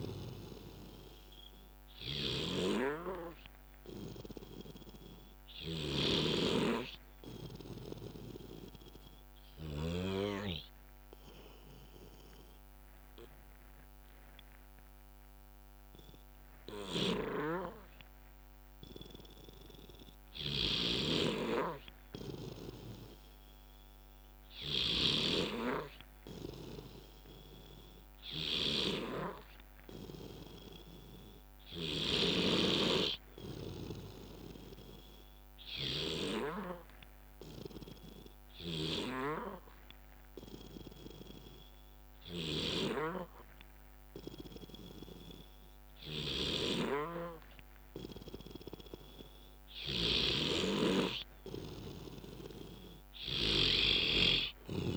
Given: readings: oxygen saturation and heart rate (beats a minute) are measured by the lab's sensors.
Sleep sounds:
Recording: breathing in sleep by a microphone on the trachea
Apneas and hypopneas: 2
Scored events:
0.00-1.00 s: drop in pulse transit time (device-marked, heart rate 63 extreme)
0.00-10.00 s: snoring (device-marked)
1.50-5.50 s: arousal
8.00-20.00 s: obstructive apnea (oxygen 93% before, 88% lowest, heart rate 63 before, 58 extreme)
20.50-25.50 s: snoring (device-marked)
22.50-25.50 s: arousal
29.00-41.00 s: oxygen desaturation (device-marked, oxygen 93% before, 88% lowest, heart rate 64 before, 61 extreme)
31.50-54.97 s: snoring (device-marked)
37.00-50.00 s: obstructive apnea (oxygen 93% before, 87% lowest, heart rate 64 before, 58 extreme, up 11 after)
52.50-54.97 s: arousal
From the record:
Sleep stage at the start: N2 (light sleep)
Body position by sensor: on the back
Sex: male

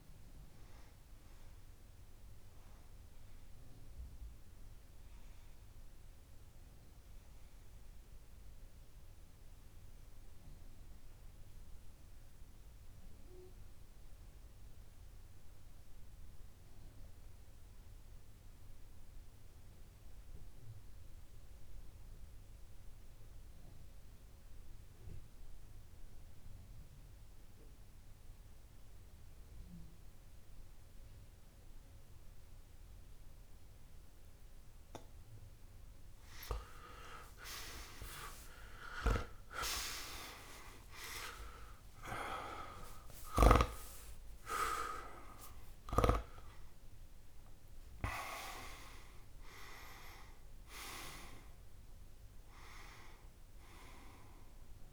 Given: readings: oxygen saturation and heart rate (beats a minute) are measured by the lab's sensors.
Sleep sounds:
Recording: breathing in sleep by a room microphone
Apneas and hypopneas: 1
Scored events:
0.00-1.00 s: oxygen desaturation (device-marked, oxygen 95% lowest)
5.50-36.00 s: obstructive apnea (oxygen 99% before, 93% lowest)
34.00-54.93 s: oxygen desaturation (device-marked, oxygen 100% before, 94% lowest)
38.00-43.00 s: arousal
From the record:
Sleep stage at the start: N2 (light sleep)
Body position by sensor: on the back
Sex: male

